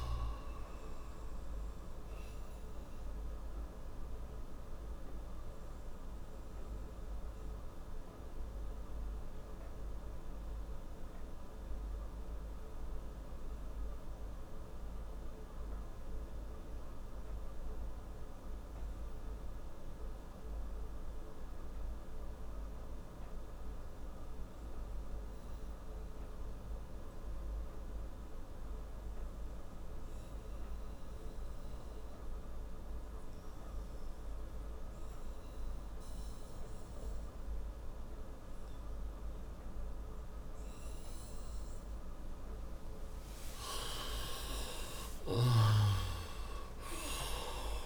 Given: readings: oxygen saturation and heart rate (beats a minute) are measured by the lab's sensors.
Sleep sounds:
breathing in sleep by a room microphone; 1
0.00-23.00 s: oxygen desaturation (device-marked, oxygen 88% lowest, heart rate 40 extreme)
2.50-39.50 s: obstructive apnea (oxygen 98% before, 85% lowest, heart rate 90 before, 55 extreme, up 36 after)
42.50-47.00 s: arousal
43.00-47.86 s: oxygen desaturation (device-marked, oxygen 97% before, 85% lowest, heart rate 63 before, 58 extreme)
From the record:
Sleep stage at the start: N2 (light sleep); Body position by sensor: on the right side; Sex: male

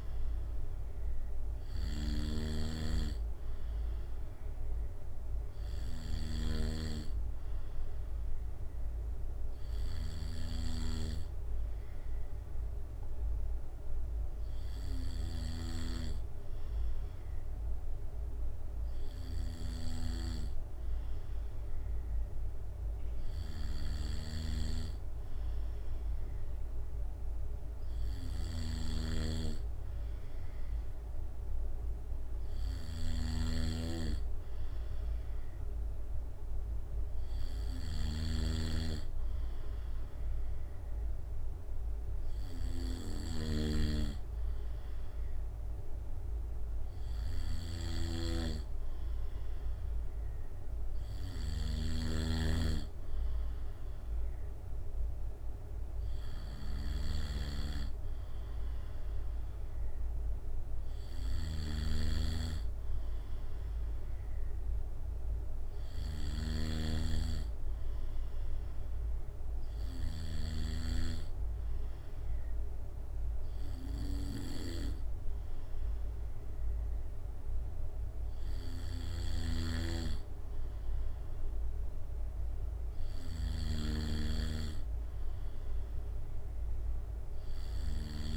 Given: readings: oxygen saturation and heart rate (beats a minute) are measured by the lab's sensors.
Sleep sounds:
breathing in sleep by a room microphone; 2
0.00-16.00 s: snoring (device-marked)
9.00-22.00 s: obstructive apnea (oxygen 96% before, 95% lowest, heart rate 67 before, 64 extreme, up 1 after)
24.00-27.50 s: arousal
28.50-38.50 s: snoring (device-marked)
47.50-52.00 s: snoring (device-marked)
61.50-64.50 s: arousal
62.00-71.00 s: snoring (device-marked)
67.50-81.50 s: hypopnea (oxygen 95% before, 95% lowest, heart rate 66 before, 65 extreme, up 6 after)
70.00-72.00 s: long interval between heartbeats (device-marked, heart rate 66 before, 75 extreme)
87.00-88.37 s: long interval between heartbeats (device-marked, heart rate 70 before, 68 extreme)
From the record:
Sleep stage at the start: N2 (light sleep); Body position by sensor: on the back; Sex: male

